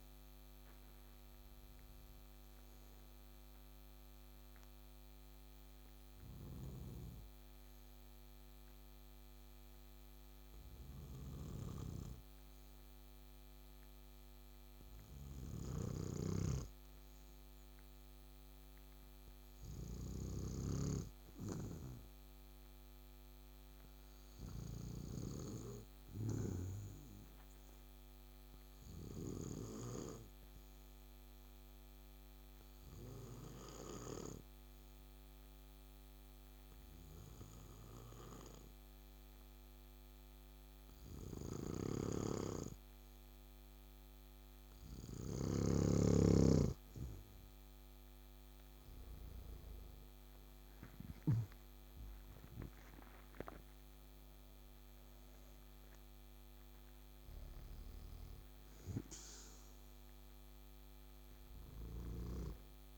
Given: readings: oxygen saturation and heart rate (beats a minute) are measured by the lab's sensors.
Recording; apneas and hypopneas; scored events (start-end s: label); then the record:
breathing in sleep by a microphone on the trachea; 1
0.00-9.50 s: oxygen desaturation (device-marked, oxygen 93% lowest, heart rate 58 extreme)
2.00-45.50 s: obstructive apnea (oxygen 99% before, 93% lowest, heart rate 70 before, 58 extreme, up 7 after)
11.00-20.50 s: snoring (device-marked)
41.50-51.00 s: snoring (device-marked)
45.50-62.98 s: oxygen desaturation (device-marked, oxygen 97% before, 93% lowest, heart rate 61 before, 58 extreme)
48.00-52.50 s: arousal
61.50-62.98 s: snoring (device-marked)
From the record:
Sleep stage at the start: N2 (light sleep); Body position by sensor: on the back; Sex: male